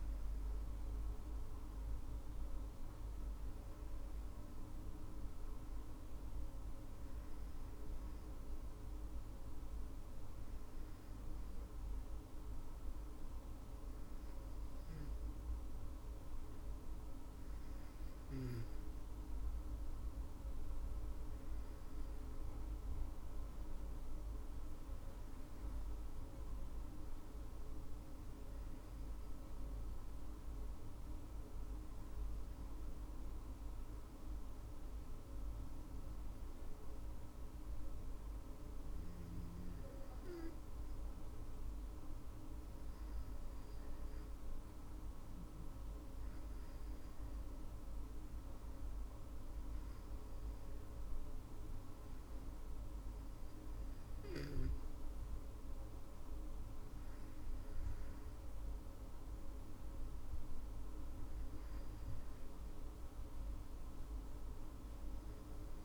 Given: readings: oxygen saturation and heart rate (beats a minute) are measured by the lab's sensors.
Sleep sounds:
breathing in sleep, hard to hear, by a room microphone; none
none scored
From the record:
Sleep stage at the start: N2 (light sleep); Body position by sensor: on the back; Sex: female

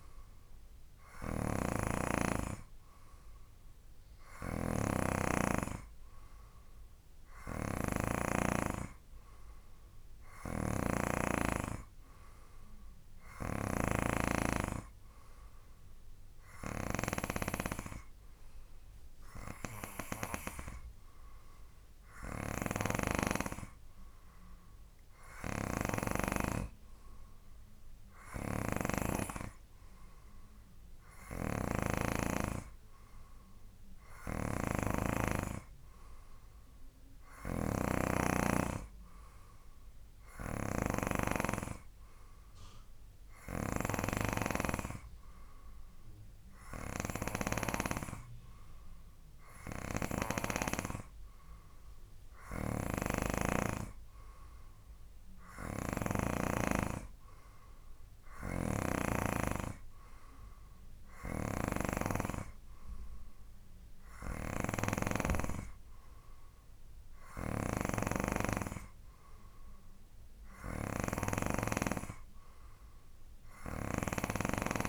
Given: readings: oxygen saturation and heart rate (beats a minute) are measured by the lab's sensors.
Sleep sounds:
breathing in sleep by a room microphone; none
0.00-8.50 s: snoring (device-marked)
10.50-26.50 s: snoring (device-marked)
28.50-35.50 s: snoring (device-marked)
37.50-51.00 s: snoring (device-marked)
53.00-56.50 s: snoring (device-marked)
67.50-74.89 s: snoring (device-marked)
From the record:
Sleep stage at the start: N2 (light sleep); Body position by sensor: on the right side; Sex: male

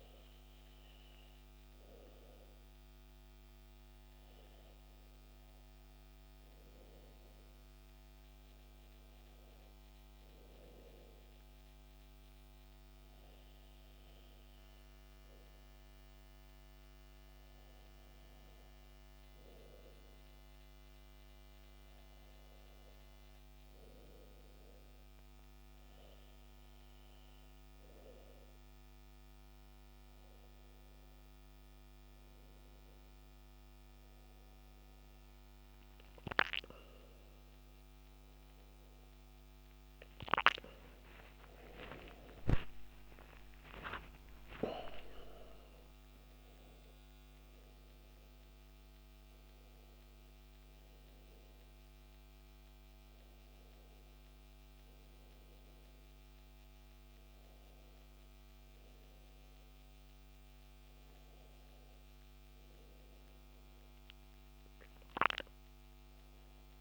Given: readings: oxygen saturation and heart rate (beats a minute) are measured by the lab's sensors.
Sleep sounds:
breathing in sleep by a microphone on the trachea; none
39.50-44.00 s: arousal
44.50-66.81 s: new sleep stage, N1 (lightest sleep)
From the record:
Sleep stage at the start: N2 (light sleep); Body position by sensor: on the back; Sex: male

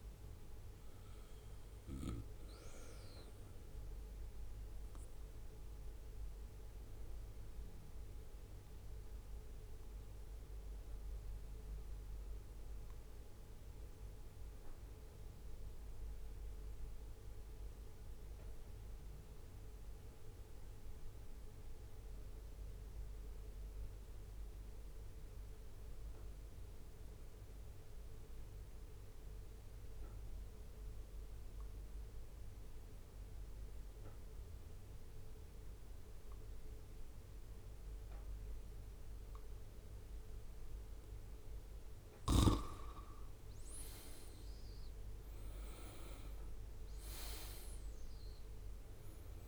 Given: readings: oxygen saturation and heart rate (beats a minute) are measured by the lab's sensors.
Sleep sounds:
breathing in sleep, hard to hear, by a room microphone; 1
0.00-5.50 s: oxygen desaturation (device-marked, oxygen 90% lowest, heart rate 64 extreme)
5.00-41.50 s: obstructive apnea (oxygen 96% before, 89% lowest, heart rate 69 before, 63 extreme, up 7 after)
12.50-24.50 s: oxygen desaturation (device-marked, oxygen 92% before, 89% lowest, heart rate 69 before, 64 extreme)
40.50-49.48 s: oxygen desaturation (device-marked, oxygen 96% before, 92% lowest, heart rate 66 before, 63 extreme)
43.00-47.00 s: arousal
From the record:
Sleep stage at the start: N2 (light sleep); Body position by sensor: on the right side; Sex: male

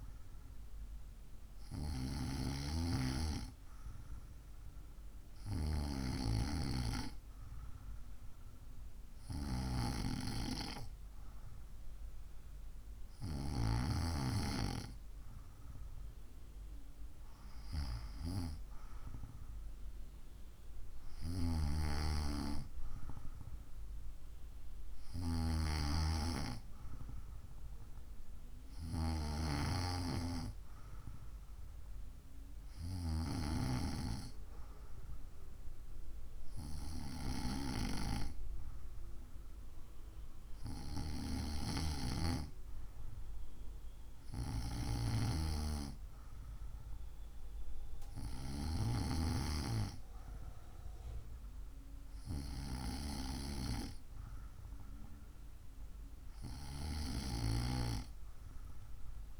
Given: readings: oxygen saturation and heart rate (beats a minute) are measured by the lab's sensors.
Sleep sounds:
breathing in sleep by a room microphone; none
none scored
From the record:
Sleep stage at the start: N2 (light sleep); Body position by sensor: on the right side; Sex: female

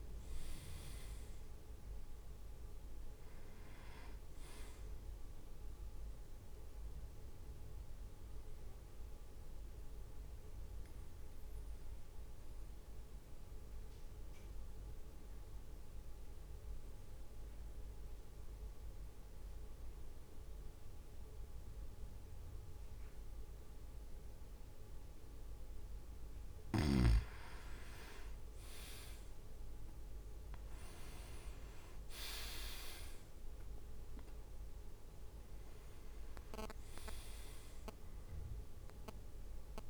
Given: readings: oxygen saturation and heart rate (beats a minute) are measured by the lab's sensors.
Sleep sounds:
breathing in sleep by a room microphone; 1
0.00-7.00 s: drop in pulse transit time (device-marked, heart rate 55 extreme)
0.00-10.00 s: oxygen desaturation (device-marked, oxygen 96% lowest, heart rate 52 extreme)
7.50-26.50 s: mixed apnea (oxygen 100% before, 95% lowest, heart rate 57 before, 52 extreme, up 8 after)
29.00-34.50 s: arousal
30.00-39.90 s: drop in pulse transit time (device-marked, heart rate 55 before, 55 extreme)
From the record:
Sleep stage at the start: N2 (light sleep); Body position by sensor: on the back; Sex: male

